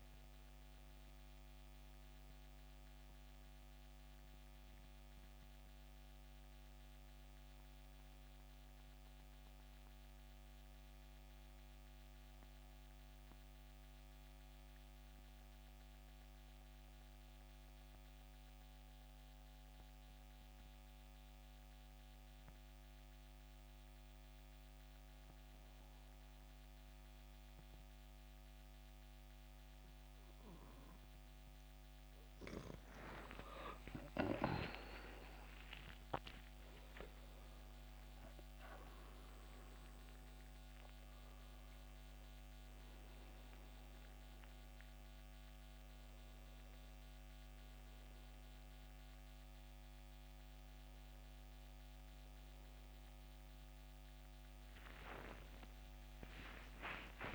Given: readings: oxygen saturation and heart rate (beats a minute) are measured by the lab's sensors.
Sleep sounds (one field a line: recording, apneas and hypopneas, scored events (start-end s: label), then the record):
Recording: breathing in sleep by a microphone on the trachea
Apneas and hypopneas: 1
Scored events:
8.50-21.50 s: oxygen desaturation (device-marked, oxygen 93% before, 86% lowest, heart rate 76 before, 65 extreme)
11.50-31.00 s: mixed apnea (oxygen 94% before, 85% lowest, heart rate 77 before, 65 extreme, up 18 after)
32.50-37.50 s: arousal
42.50-57.35 s: new sleep stage, N1 (lightest sleep)
45.50-57.35 s: oxygen desaturation (device-marked, oxygen 93% before, 85% lowest, heart rate 76 before, 68 extreme)
From the record:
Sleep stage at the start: N2 (light sleep)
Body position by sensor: on the back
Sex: male